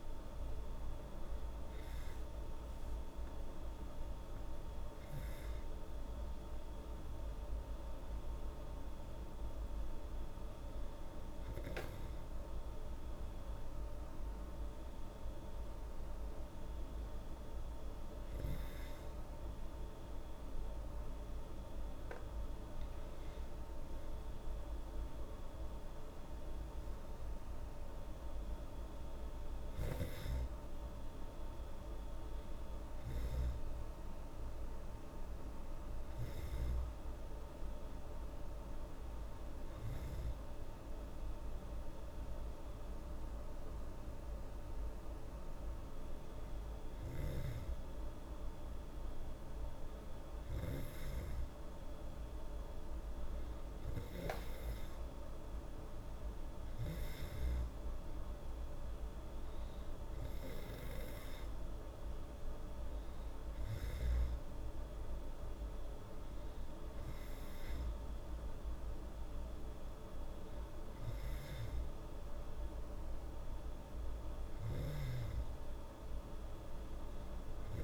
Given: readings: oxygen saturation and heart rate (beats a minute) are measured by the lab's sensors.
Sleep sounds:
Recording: breathing in sleep, hard to hear, by a room microphone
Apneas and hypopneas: none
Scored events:
none scored
From the record:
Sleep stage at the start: N2 (light sleep)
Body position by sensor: on the back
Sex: female

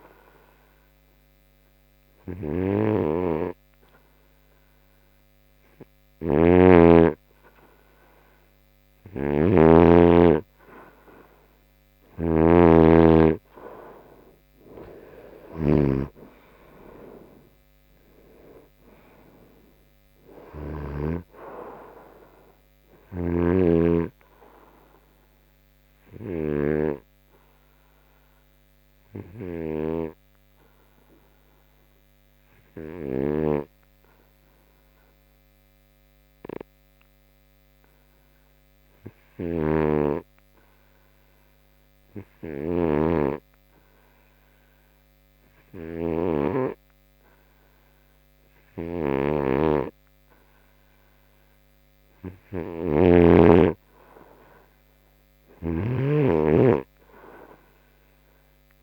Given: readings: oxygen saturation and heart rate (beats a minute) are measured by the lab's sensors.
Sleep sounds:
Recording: breathing in sleep by a microphone on the trachea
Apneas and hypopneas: 1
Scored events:
6.50-13.00 s: snoring (device-marked)
27.50-51.00 s: hypopnea (oxygen 95% before, 89% lowest, heart rate 78 before, 64 extreme, up 4 after)
53.50-57.00 s: arousal
From the record:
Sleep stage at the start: N2 (light sleep)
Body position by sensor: on the right side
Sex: male

